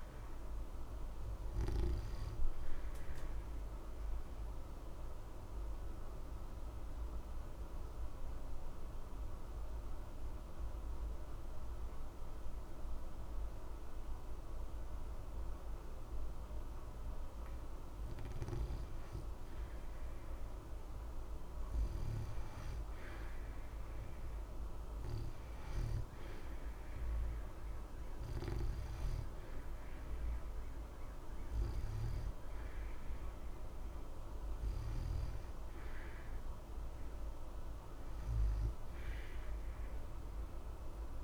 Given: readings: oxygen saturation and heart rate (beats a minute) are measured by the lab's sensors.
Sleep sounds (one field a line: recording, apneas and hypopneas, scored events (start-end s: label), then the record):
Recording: breathing in sleep, hard to hear, by a room microphone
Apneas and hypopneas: 1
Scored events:
1.00-17.00 s: obstructive apnea (oxygen 90% before, 83% lowest, heart rate 60 before, 60 extreme, up 0 after)
7.00-28.00 s: oxygen desaturation (device-marked, oxygen 90% before, 84% lowest, heart rate 60 before, 60 extreme)
19.00-22.50 s: arousal
From the record:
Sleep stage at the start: N2 (light sleep)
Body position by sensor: on the back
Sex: male